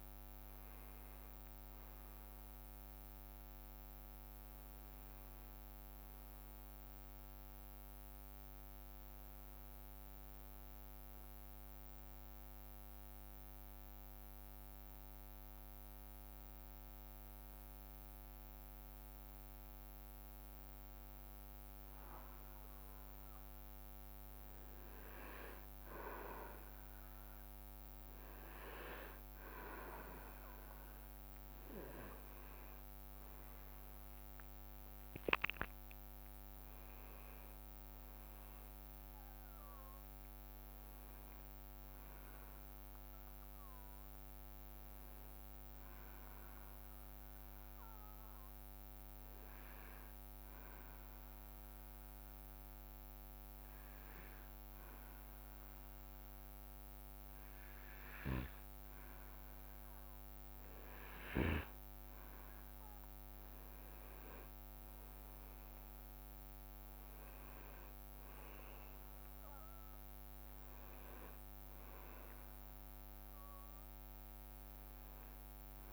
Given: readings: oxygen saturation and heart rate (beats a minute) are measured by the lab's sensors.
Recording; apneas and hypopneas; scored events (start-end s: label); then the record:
breathing in sleep by a microphone on the trachea; 2
0.00-2.50 s: arousal
11.00-22.50 s: hypopnea (oxygen 97% before, 95% lowest, heart rate 63 before, 59 extreme, up 7 after)
31.50-33.50 s: leg movement (device-marked)
33.50-35.00 s: leg movement (device-marked)
34.00-37.50 s: arousal
45.50-58.00 s: hypopnea (oxygen 98% before, 95% lowest, heart rate 63 before, 57 extreme, up 5 after)
60.00-64.00 s: arousal
60.00-64.50 s: leg movement (device-marked)
From the record:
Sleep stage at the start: N2 (light sleep); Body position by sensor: on the back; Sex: male